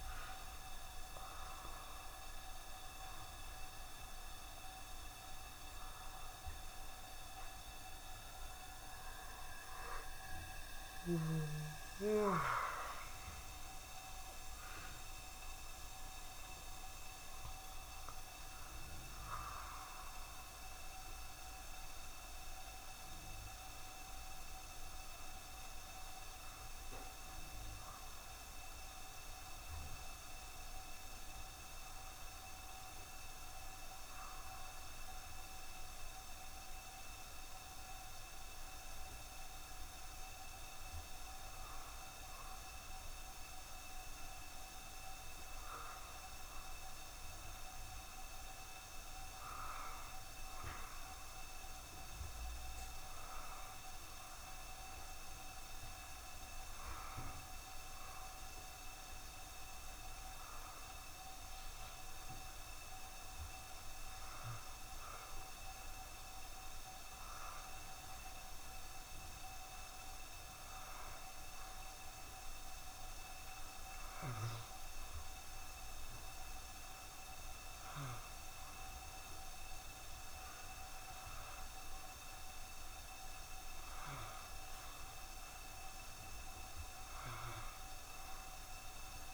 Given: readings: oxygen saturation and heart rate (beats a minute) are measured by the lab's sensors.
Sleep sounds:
a person partly awake in a sleep study, hard to hear, by a room microphone; 1
24.50-89.34 s: new sleep stage, N1 (lightest sleep)
35.50-46.00 s: obstructive apnea (oxygen 95% before, 91% lowest, heart rate 69 before, 66 extreme, up 2 after)
55.00-59.00 s: arousal
86.00-89.34 s: arousal
From the record:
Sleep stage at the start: awake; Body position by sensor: on the back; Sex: male

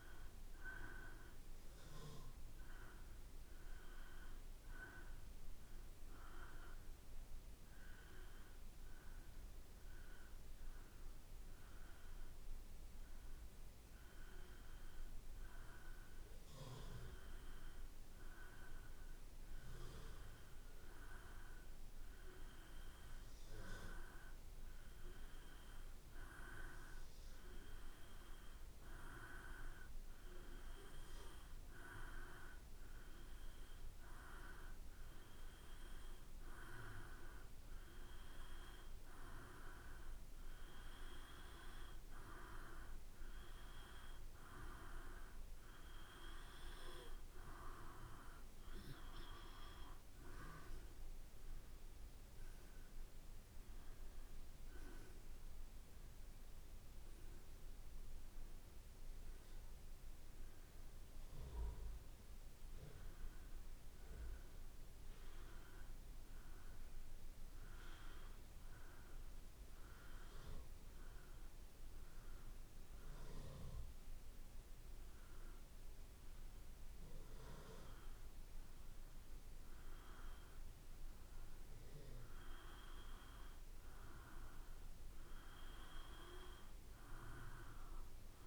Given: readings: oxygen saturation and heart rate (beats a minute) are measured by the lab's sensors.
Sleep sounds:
breathing in sleep by a room microphone; 2
0.00-5.50 s: oxygen desaturation (device-marked, oxygen 92% lowest, heart rate 57 extreme)
9.50-44.00 s: hypopnea (oxygen 96% before, 91% lowest, heart rate 58 before, 56 extreme, up 2 after)
50.50-54.00 s: arousal
67.50-81.50 s: hypopnea (oxygen 94% before, 91% lowest, heart rate 58 before, 56 extreme, up 3 after)
83.00-87.00 s: arousal
84.50-88.47 s: oxygen desaturation (device-marked, oxygen 95% before, 91% lowest, heart rate 57 before, 57 extreme)
From the record:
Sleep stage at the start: N2 (light sleep); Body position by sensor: on the back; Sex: male

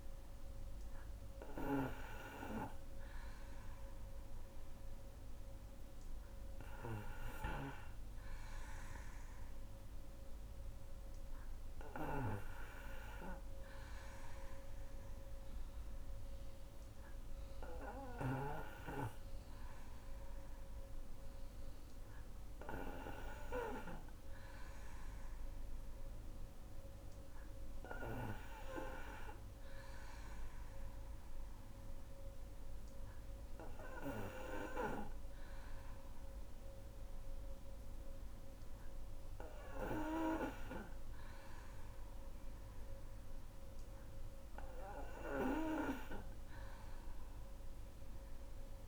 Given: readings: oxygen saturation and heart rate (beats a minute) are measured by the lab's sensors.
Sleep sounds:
breathing in sleep by a room microphone; none
none scored
From the record:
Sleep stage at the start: N2 (light sleep); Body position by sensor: on the back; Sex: female

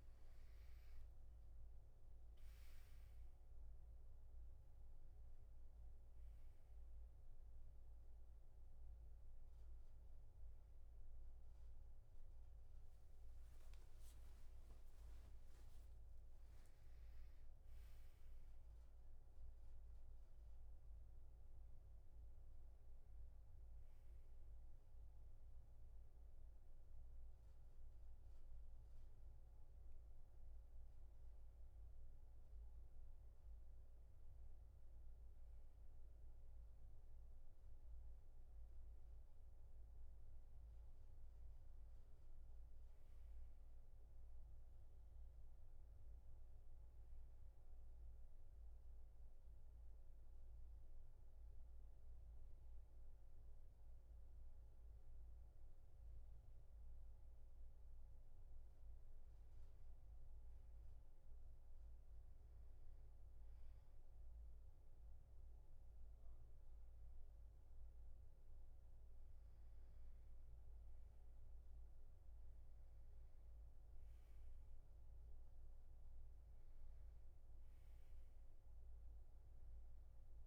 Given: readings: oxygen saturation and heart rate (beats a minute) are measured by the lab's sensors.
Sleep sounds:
a person partly awake in a sleep study, hard to hear, by a room microphone; 1
18.00-80.47 s: new sleep stage, N1 (lightest sleep)
47.00-58.50 s: mixed apnea (oxygen 96% before, 87% lowest, heart rate 72 before, 66 extreme, up 5 after)
61.50-65.00 s: arousal
65.00-75.00 s: oxygen desaturation (device-marked, oxygen 95% before, 90% lowest, heart rate 68 before, 68 extreme)
From the record:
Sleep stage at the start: awake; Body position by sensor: on the back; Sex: male

